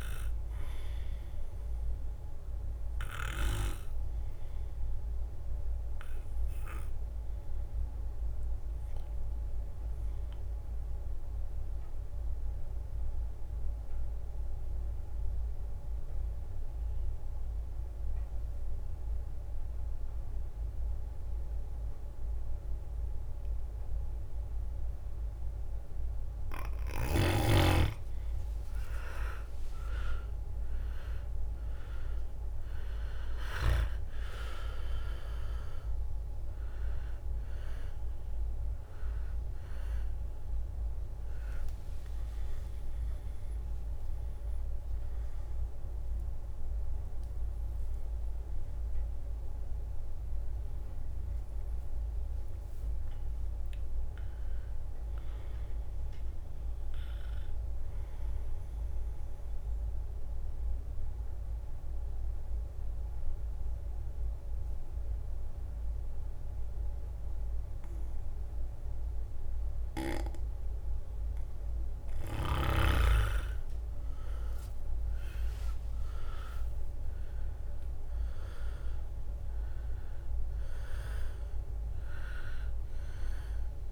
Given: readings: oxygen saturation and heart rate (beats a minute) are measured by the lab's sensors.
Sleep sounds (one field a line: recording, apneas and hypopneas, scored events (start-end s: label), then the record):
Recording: a person partly awake in a sleep study, by a room microphone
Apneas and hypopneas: 2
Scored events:
0.00-10.50 s: oxygen desaturation (device-marked, oxygen 92% lowest, heart rate 62 extreme)
9.00-27.00 s: obstructive apnea (oxygen 98% before, 89% lowest, heart rate 69 before, 62 extreme, up 12 after)
25.50-55.50 s: new sleep stage, awake
30.50-54.50 s: oxygen desaturation (device-marked, oxygen 98% before, 89% lowest, heart rate 65 before, 60 extreme)
31.50-58.50 s: drop in pulse transit time (device-marked, heart rate 65 before, 70 extreme)
53.50-57.00 s: leg movement (device-marked)
55.50-83.92 s: new sleep stage, N2 (light sleep)
59.50-71.50 s: obstructive apnea (oxygen 96% before, 92% lowest, heart rate 73 before, 61 extreme, up 11 after)
73.50-78.00 s: arousal
74.50-83.92 s: drop in pulse transit time (device-marked, heart rate 67 before, 65 extreme)
75.00-78.00 s: leg movement (device-marked)
77.50-83.92 s: oxygen desaturation (device-marked, oxygen 99% before, 94% lowest, heart rate 66 before, 62 extreme)
From the record:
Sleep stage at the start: N2 (light sleep)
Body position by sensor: on the back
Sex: male